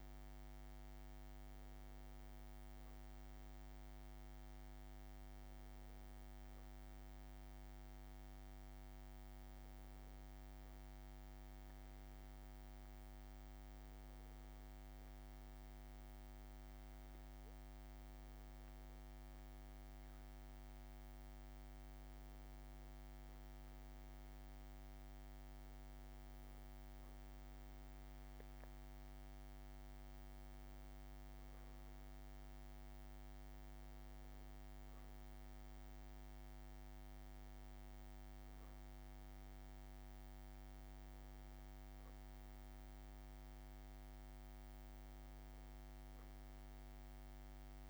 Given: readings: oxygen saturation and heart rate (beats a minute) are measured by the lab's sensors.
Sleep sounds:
breathing in sleep, hard to hear, by a microphone on the trachea; none
9.00-11.00 s: long interval between heartbeats (device-marked)
10.00-47.90 s: new sleep stage, N2 (light sleep)
32.50-34.50 s: long interval between heartbeats (device-marked)
46.50-47.90 s: long interval between heartbeats (device-marked)
From the record:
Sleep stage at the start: N1 (lightest sleep); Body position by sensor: on the back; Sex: male

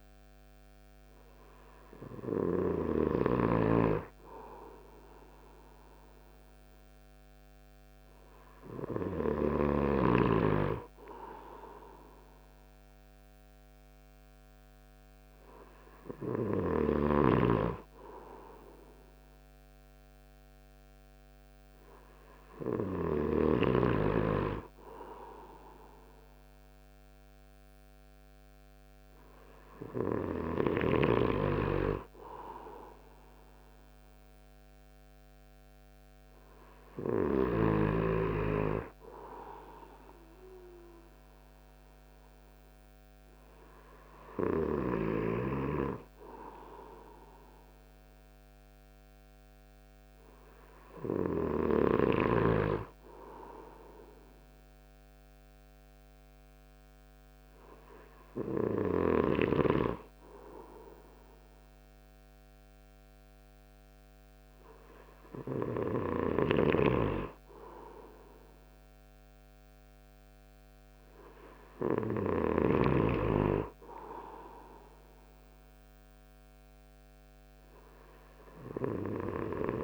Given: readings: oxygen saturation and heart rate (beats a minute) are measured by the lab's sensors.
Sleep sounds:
breathing in sleep by a microphone on the trachea; none
17.00-23.50 s: snoring (device-marked)
66.50-73.00 s: snoring (device-marked)
From the record:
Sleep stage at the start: N2 (light sleep); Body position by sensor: on the right side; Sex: male

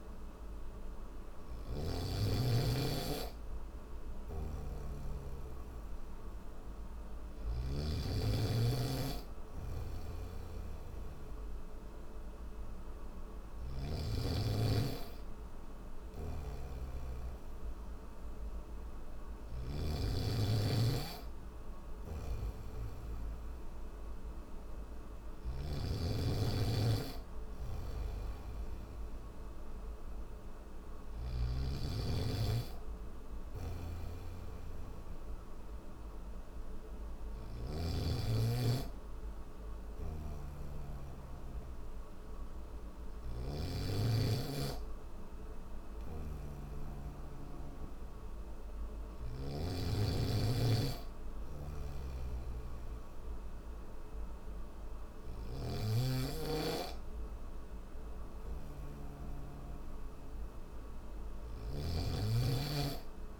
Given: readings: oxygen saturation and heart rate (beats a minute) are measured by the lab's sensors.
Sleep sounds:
breathing in sleep by a room microphone; none
0.00-1.50 s: snoring (device-marked)
3.50-7.00 s: snoring (device-marked)
9.00-13.50 s: snoring (device-marked)
15.50-19.50 s: snoring (device-marked)
21.50-31.00 s: snoring (device-marked)
33.00-37.50 s: snoring (device-marked)
39.50-49.00 s: snoring (device-marked)
51.00-61.50 s: snoring (device-marked)
From the record:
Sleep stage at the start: N1 (lightest sleep); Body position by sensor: on the back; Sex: male

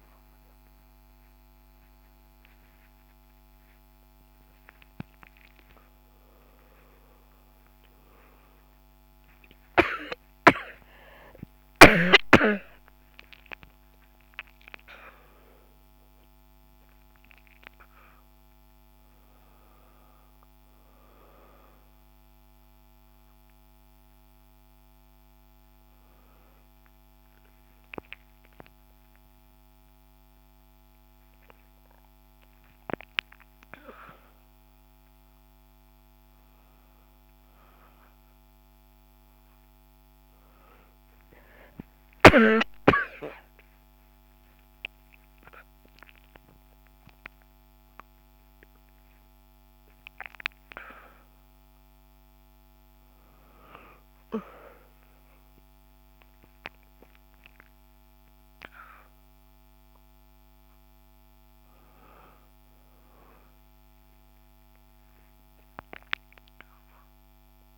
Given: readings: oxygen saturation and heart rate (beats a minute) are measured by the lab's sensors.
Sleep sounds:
a person awake in a sleep study, by a microphone on the trachea; none
0.00-5.50 s: oxygen desaturation (device-marked, oxygen 92% lowest, heart rate 71 extreme)
From the record:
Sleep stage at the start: awake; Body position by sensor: on the back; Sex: female

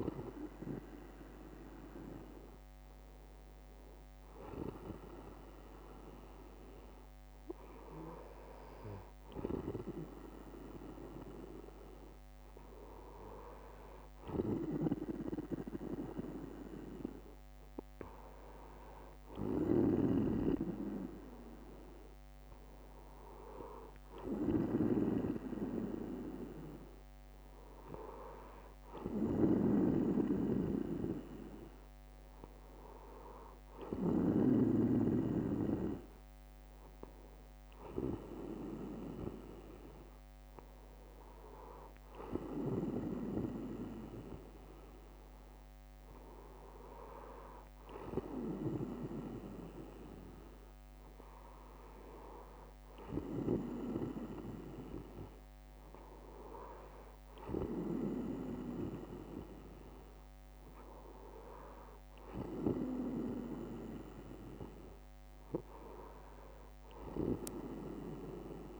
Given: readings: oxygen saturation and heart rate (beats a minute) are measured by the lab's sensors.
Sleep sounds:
breathing in sleep by a microphone on the trachea; none
3.50-5.50 s: bradycardia (device-marked, heart rate 61 before, 60 extreme)
11.50-13.50 s: bradycardia (device-marked, heart rate 61 before, 60 extreme)
23.50-25.50 s: bradycardia (device-marked, heart rate 61 before, 58 extreme)
28.50-30.50 s: bradycardia (device-marked, heart rate 61 before, 63 extreme)
33.50-35.50 s: bradycardia (device-marked, heart rate 61 before, 63 extreme)
51.50-53.50 s: bradycardia (device-marked, heart rate 61 before, 61 extreme)
54.50-56.50 s: bradycardia (device-marked, heart rate 61 before, 57 extreme)
62.50-64.50 s: bradycardia (device-marked, heart rate 61 before, 59 extreme)
From the record:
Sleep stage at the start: N2 (light sleep); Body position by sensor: on the back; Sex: male

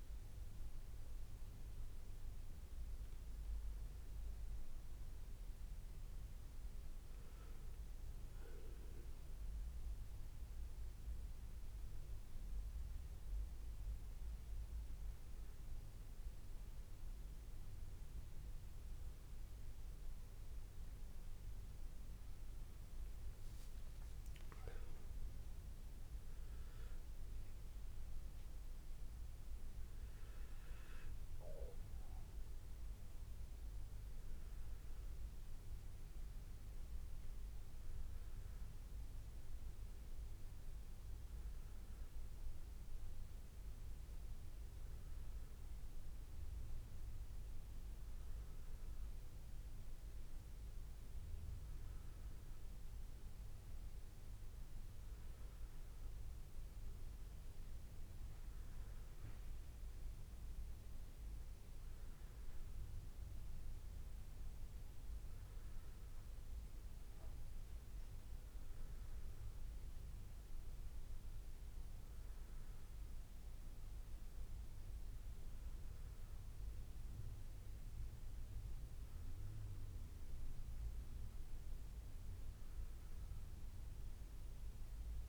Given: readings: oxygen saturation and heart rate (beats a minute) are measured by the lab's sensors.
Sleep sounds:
breathing in sleep, hard to hear, by a room microphone; none
none scored
From the record:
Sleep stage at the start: N1 (lightest sleep); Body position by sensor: on the back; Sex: male

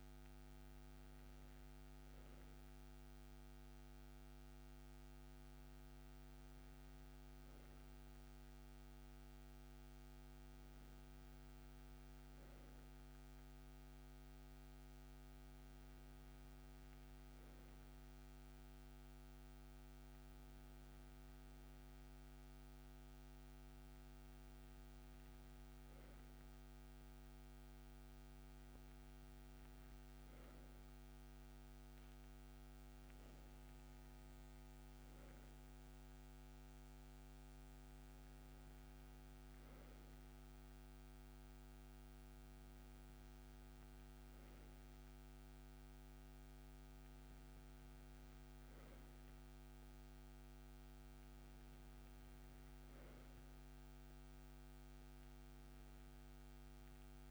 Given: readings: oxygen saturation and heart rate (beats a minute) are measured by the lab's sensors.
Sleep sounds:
breathing in sleep, hard to hear, by a microphone on the trachea; none
none scored
From the record:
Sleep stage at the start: N2 (light sleep); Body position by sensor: on the right side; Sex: male

